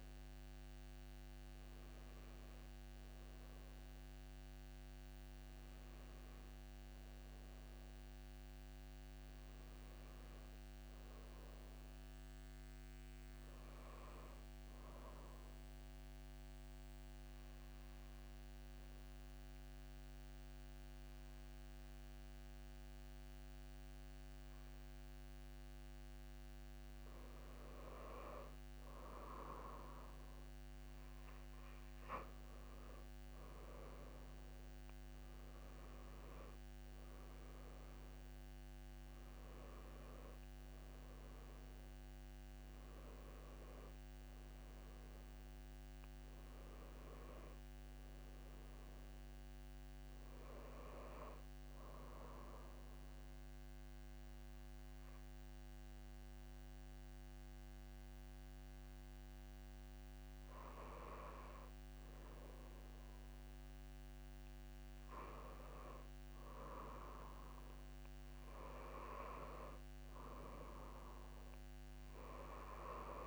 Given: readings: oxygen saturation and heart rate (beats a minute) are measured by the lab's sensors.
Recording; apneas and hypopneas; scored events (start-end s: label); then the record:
breathing in sleep by a microphone on the trachea; 2
14.50-28.00 s: obstructive apnea (oxygen 97% before, 93% lowest)
31.50-35.00 s: arousal
34.00-54.00 s: oxygen desaturation (device-marked, oxygen 96% before, 93% lowest)
51.50-62.00 s: obstructive apnea (oxygen 96% before, 90% lowest)
64.50-67.50 s: arousal
From the record:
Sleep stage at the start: N2 (light sleep); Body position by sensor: on the back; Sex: female